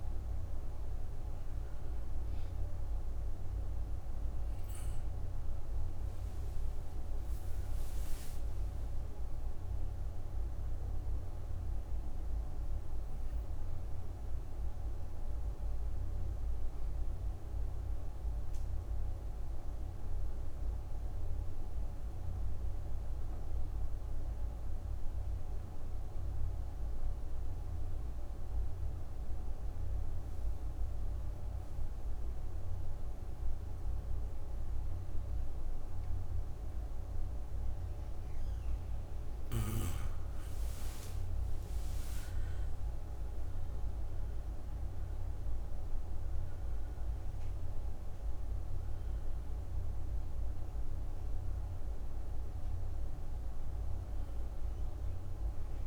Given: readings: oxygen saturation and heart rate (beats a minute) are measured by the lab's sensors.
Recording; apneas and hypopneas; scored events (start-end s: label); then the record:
breathing in sleep, hard to hear, by a room microphone; 1
0.00-28.50 s: oxygen desaturation (device-marked, oxygen 84% lowest)
16.00-38.50 s: obstructive apnea (oxygen 97% before, 84% lowest)
40.50-45.00 s: arousal
42.50-55.86 s: oxygen desaturation (device-marked, oxygen 98% before, 84% lowest)
From the record:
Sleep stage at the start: N2 (light sleep); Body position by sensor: on the back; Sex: female